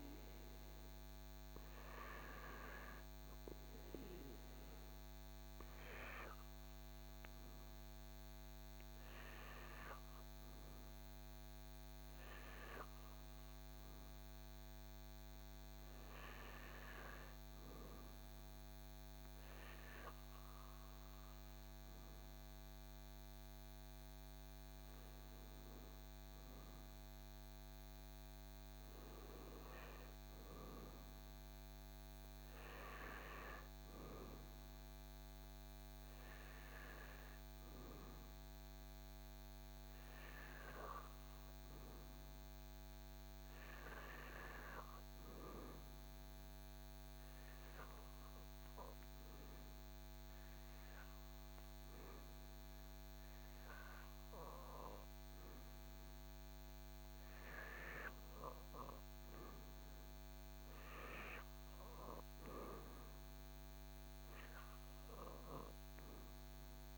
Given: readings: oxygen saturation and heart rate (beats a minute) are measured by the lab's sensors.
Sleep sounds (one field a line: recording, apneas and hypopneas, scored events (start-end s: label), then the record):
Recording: breathing in sleep by a microphone on the trachea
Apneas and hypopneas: 1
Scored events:
44.00-66.98 s: new sleep stage, REM sleep
46.50-57.50 s: hypopnea (oxygen 95% before, 90% lowest, heart rate 73 before, 75 extreme, up 6 after)
60.50-64.00 s: arousal
64.00-66.98 s: oxygen desaturation (device-marked, oxygen 95% before, 90% lowest, heart rate 75 before, 73 extreme)
From the record:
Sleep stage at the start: N2 (light sleep)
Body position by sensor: on the back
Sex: male